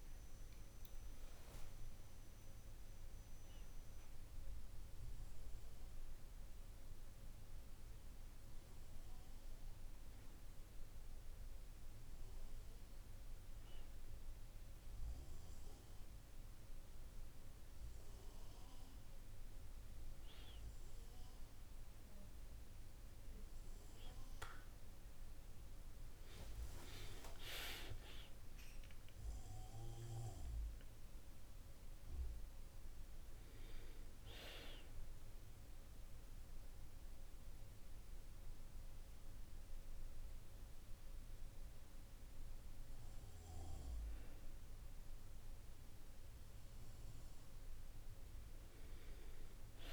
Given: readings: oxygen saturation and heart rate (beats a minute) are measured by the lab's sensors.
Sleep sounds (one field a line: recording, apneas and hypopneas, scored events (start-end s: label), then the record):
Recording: breathing in sleep by a room microphone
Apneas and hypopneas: none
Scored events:
25.50-29.50 s: arousal
From the record:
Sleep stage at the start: N1 (lightest sleep)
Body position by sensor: on the back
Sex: male